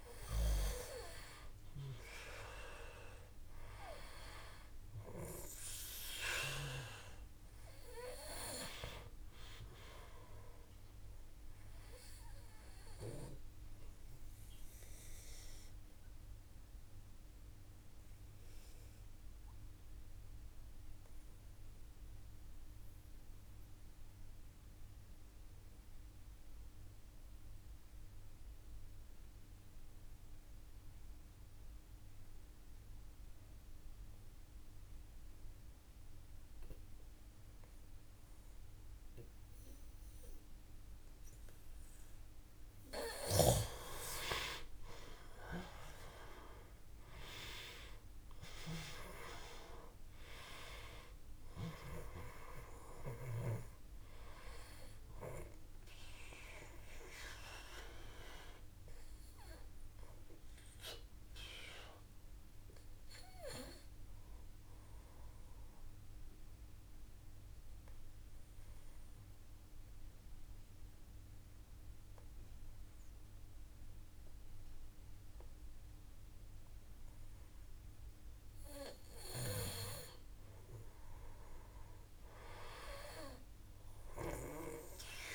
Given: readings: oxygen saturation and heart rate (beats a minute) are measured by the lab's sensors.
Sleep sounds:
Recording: breathing in sleep by a room microphone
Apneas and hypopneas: 2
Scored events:
0.00-26.00 s: oxygen desaturation (device-marked, oxygen 96% before, 91% lowest, heart rate 54 before, 51 extreme)
11.50-41.00 s: obstructive apnea (oxygen 97% before, 87% lowest, heart rate 56 before, 51 extreme, up 6 after)
39.00-73.00 s: oxygen desaturation (device-marked, oxygen 97% before, 87% lowest, heart rate 54 before, 52 extreme)
44.00-48.50 s: arousal
55.50-77.00 s: obstructive apnea (oxygen 97% before, 87% lowest, heart rate 54 before, 52 extreme, up 2 after)
80.50-84.50 s: arousal
From the record:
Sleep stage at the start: N2 (light sleep)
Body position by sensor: on the back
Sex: male

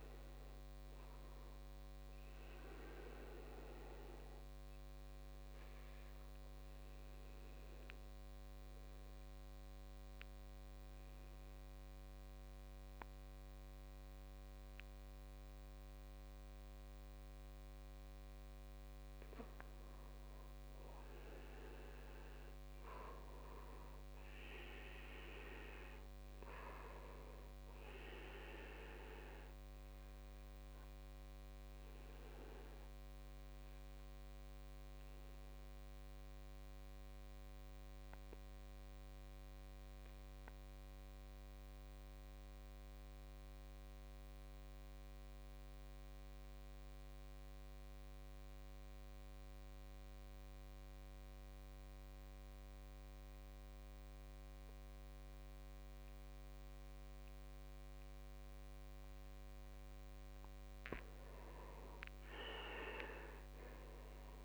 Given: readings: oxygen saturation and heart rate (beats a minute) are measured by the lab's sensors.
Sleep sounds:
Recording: breathing in sleep by a microphone on the trachea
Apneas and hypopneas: 2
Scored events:
0.00-9.00 s: oxygen desaturation (device-marked, oxygen 93% lowest, heart rate 50 extreme)
5.00-17.50 s: obstructive apnea (oxygen 99% before, 93% lowest, heart rate 61 before, 50 extreme, up 10 after)
19.50-23.50 s: arousal
29.50-60.00 s: obstructive apnea (oxygen 99% before, 83% lowest, heart rate 54 before, 48 extreme, up 15 after)
31.00-33.00 s: long interval between heartbeats (device-marked, heart rate 55 before, 58 extreme)
37.00-39.00 s: long interval between heartbeats (device-marked, heart rate 57 before, 51 extreme)
39.00-54.00 s: oxygen desaturation (device-marked, oxygen 98% before, 94% lowest, heart rate 57 before, 50 extreme)
62.50-64.45 s: arousal
From the record:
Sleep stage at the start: N2 (light sleep)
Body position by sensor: on the back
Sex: male

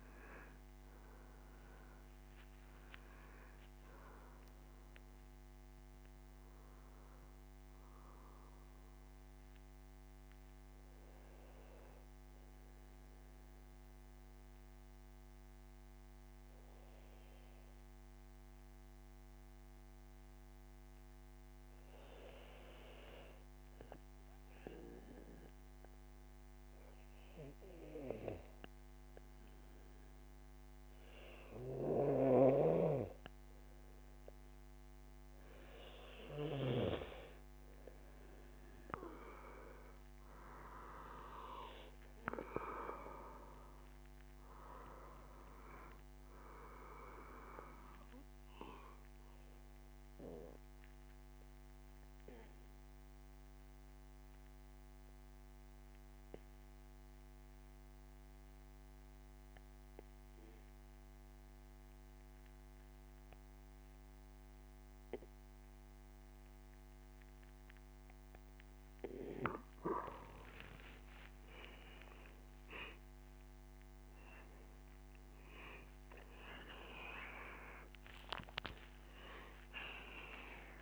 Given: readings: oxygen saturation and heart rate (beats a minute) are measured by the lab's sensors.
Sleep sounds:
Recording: breathing in sleep by a microphone on the trachea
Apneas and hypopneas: 2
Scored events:
10.00-32.00 s: obstructive apnea (oxygen 97% before, 93% lowest, heart rate 78 before, 73 extreme, up 1 after)
33.50-38.00 s: arousal
48.50-67.50 s: obstructive apnea (oxygen 98% before, 93% lowest, heart rate 78 before, 69 extreme, up 12 after)
70.00-80.82 s: oxygen desaturation (device-marked, oxygen 97% before, 93% lowest, heart rate 75 before, 69 extreme)
71.00-75.50 s: arousal
From the record:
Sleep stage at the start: N2 (light sleep)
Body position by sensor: on the back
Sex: male

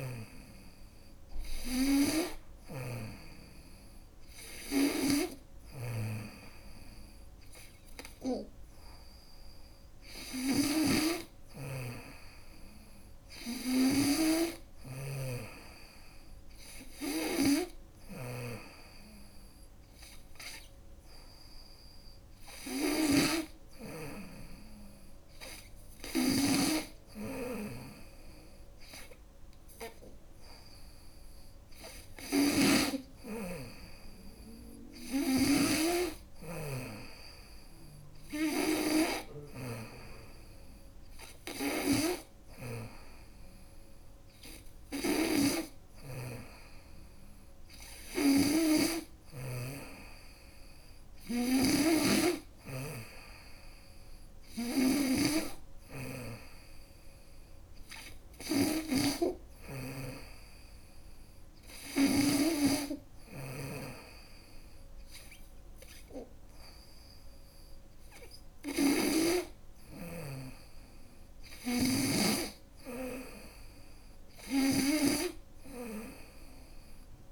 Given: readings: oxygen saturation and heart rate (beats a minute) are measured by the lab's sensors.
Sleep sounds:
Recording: breathing in sleep by a room microphone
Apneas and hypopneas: none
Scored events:
0.00-35.00 s: snoring (device-marked)
47.50-61.50 s: snoring (device-marked)
From the record:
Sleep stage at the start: N2 (light sleep)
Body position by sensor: on the front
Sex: female

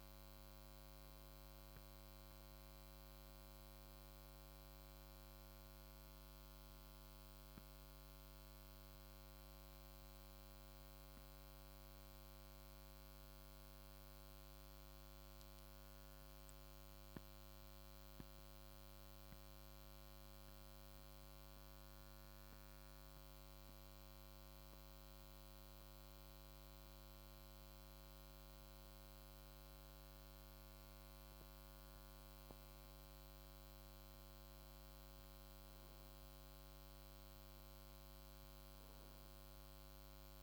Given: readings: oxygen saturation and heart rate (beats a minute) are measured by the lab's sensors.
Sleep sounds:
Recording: breathing in sleep, hard to hear, by a microphone on the trachea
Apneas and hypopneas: 1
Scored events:
0.00-15.00 s: oxygen desaturation (device-marked, oxygen 91% lowest, heart rate 53 extreme)
4.00-7.50 s: arousal
10.00-29.50 s: central apnea (oxygen 94% before, 90% lowest, heart rate 57 before, 53 extreme, up 2 after)
32.00-37.00 s: arousal
From the record:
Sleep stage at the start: N2 (light sleep)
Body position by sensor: on the right side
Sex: male

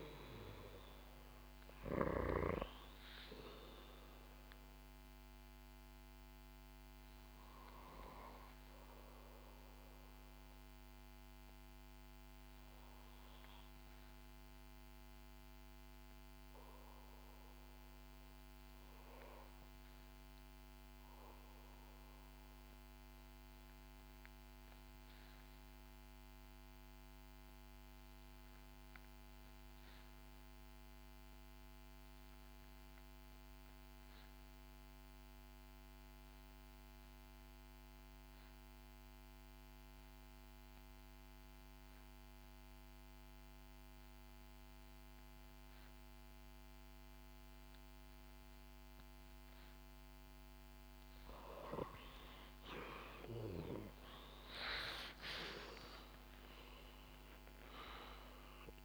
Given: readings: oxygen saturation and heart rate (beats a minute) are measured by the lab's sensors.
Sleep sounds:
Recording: breathing in sleep by a microphone on the trachea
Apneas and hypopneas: 1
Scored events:
0.00-25.00 s: oxygen desaturation (device-marked, oxygen 78% lowest, heart rate 61 extreme)
7.00-58.84 s: new sleep stage, N2 (light sleep)
20.50-50.50 s: obstructive apnea (oxygen 87% before, 80% lowest, heart rate 70 before, 58 extreme, up 10 after)
44.00-58.84 s: oxygen desaturation (device-marked, oxygen 97% before, 84% lowest, heart rate 64 before, 58 extreme)
52.50-57.50 s: arousal
From the record:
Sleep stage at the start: REM sleep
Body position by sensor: on the back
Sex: female

